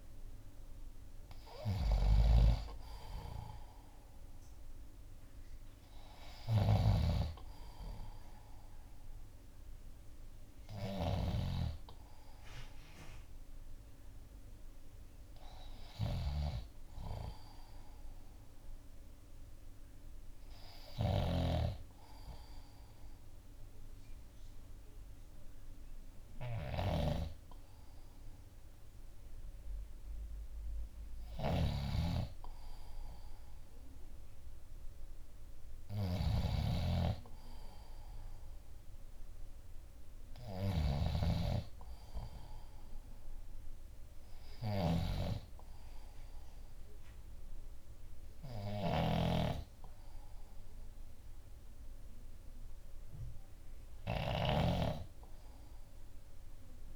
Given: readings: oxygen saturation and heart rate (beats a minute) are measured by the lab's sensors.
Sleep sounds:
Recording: breathing in sleep by a room microphone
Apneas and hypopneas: none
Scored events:
0.00-11.00 s: snoring (device-marked)
12.50-23.50 s: oxygen desaturation (device-marked, oxygen 96% before, 90% lowest, heart rate 58 before, 57 extreme)
20.50-56.96 s: snoring (device-marked)
From the record:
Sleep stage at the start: N2 (light sleep)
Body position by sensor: on the left side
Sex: male

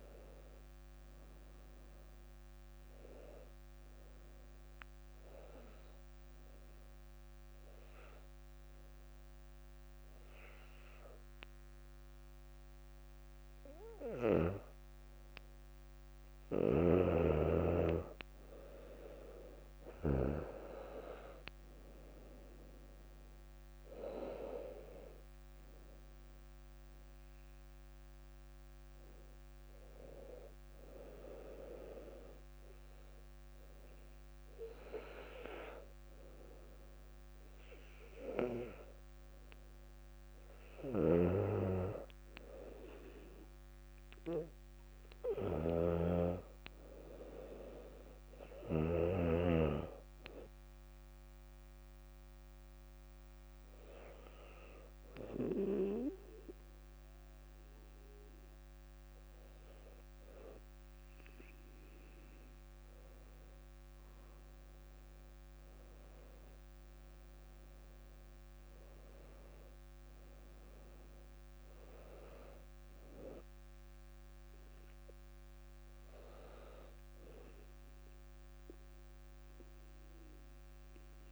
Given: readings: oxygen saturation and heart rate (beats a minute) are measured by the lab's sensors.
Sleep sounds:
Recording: breathing in sleep by a microphone on the trachea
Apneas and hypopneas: 2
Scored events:
0.00-1.50 s: arousal
6.50-17.00 s: obstructive apnea (oxygen 97% before, 93% lowest, heart rate 64 before, 60 extreme, up 3 after)
17.00-20.50 s: snoring (device-marked)
20.00-24.50 s: arousal
24.50-40.50 s: oxygen desaturation (device-marked, oxygen 97% before, 93% lowest, heart rate 61 before, 60 extreme)
41.00-49.50 s: snoring (device-marked)
51.00-62.00 s: hypopnea (oxygen 97% before, 96% lowest, heart rate 63 before, 61 extreme, up 6 after)
63.50-68.50 s: arousal
From the record:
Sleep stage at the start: N2 (light sleep)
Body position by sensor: on the back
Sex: female

